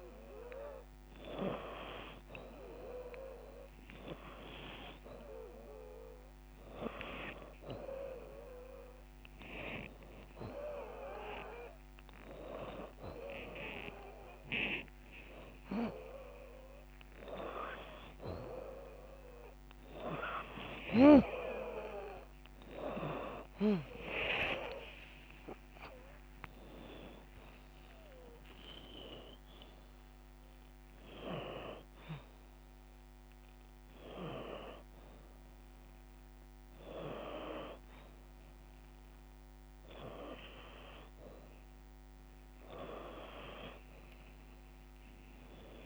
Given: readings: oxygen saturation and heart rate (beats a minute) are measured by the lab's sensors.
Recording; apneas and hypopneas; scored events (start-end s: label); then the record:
breathing in sleep by a microphone on the trachea; none
2.50-15.50 s: oxygen desaturation (device-marked, oxygen 92% before, 89% lowest, heart rate 90 before, 88 extreme)
15.00-17.00 s: long interval between heartbeats (device-marked, heart rate 91 before, 94 extreme)
17.50-21.50 s: arousal
24.50-26.50 s: long interval between heartbeats (device-marked, heart rate 93 before, 104 extreme)
43.00-45.00 s: long interval between heartbeats (device-marked, heart rate 98 before, 102 extreme)
From the record:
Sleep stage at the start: N2 (light sleep); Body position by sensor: on the back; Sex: female